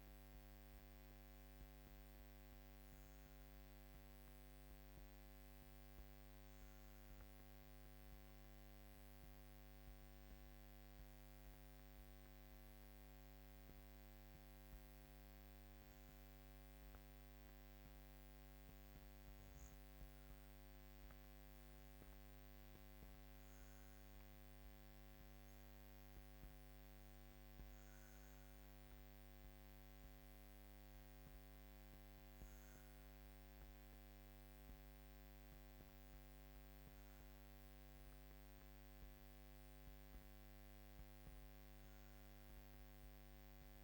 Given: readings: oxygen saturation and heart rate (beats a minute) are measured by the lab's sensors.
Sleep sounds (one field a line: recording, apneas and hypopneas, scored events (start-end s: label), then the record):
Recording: breathing in sleep, hard to hear, by a microphone on the trachea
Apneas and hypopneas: 1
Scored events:
0.50-17.00 s: hypopnea (oxygen 97% before, 95% lowest, heart rate 53 before, 50 extreme, up 4 after)
20.50-25.00 s: arousal
From the record:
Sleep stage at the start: N2 (light sleep)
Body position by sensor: on the back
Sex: female